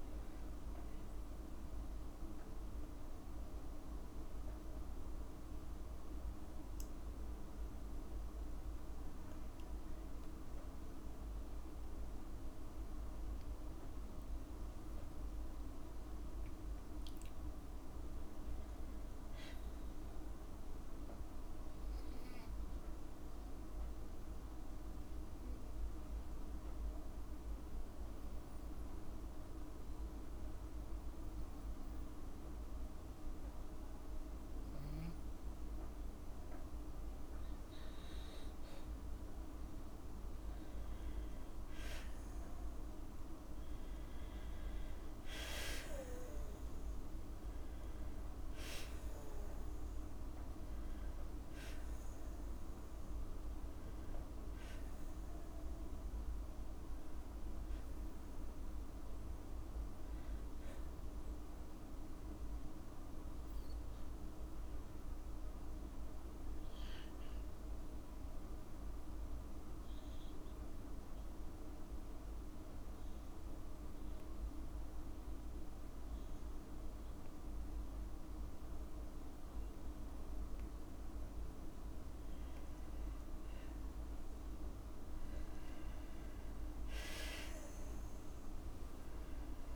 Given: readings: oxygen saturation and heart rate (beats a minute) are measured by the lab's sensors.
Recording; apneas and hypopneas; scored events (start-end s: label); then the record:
breathing in sleep, hard to hear, by a room microphone; 2
0.00-10.50 s: oxygen desaturation (device-marked, oxygen 93% lowest, heart rate 55 extreme)
3.00-16.00 s: obstructive apnea (oxygen 96% before, 93% lowest, heart rate 59 before, 55 extreme, up 3 after)
17.50-21.00 s: arousal
51.00-54.50 s: arousal
67.00-81.00 s: hypopnea (oxygen 97% before, 94% lowest, heart rate 58 before, 55 extreme, up 3 after)
83.00-86.50 s: arousal
From the record:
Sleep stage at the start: N2 (light sleep); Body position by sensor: on the back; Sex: female